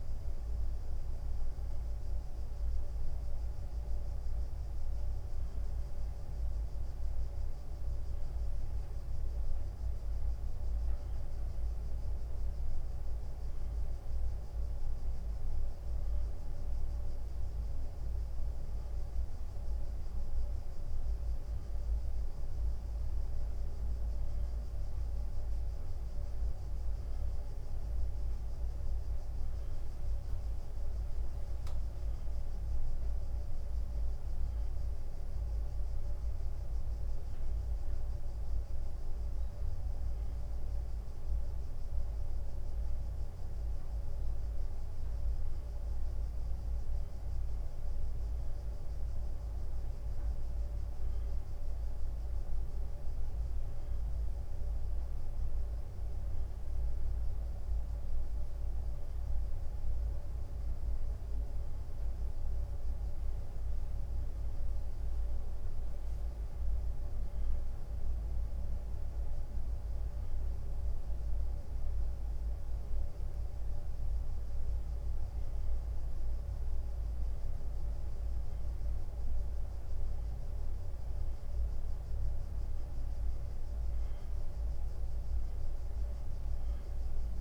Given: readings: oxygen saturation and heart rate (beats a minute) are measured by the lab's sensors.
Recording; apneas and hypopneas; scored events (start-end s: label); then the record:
breathing in sleep, hard to hear, by a room microphone; none
none scored
From the record:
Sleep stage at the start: N1 (lightest sleep); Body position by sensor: on the back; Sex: male